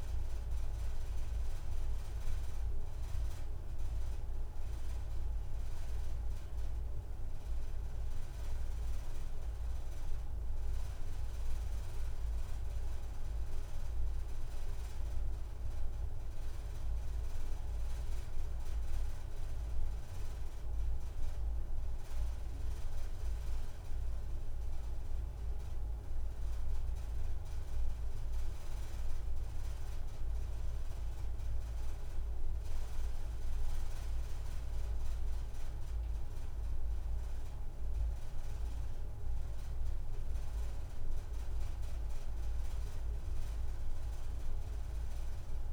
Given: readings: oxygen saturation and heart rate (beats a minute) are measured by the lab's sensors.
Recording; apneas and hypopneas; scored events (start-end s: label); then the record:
breathing in sleep, hard to hear, by a room microphone; none
none scored
From the record:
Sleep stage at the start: N2 (light sleep); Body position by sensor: on the right side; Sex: female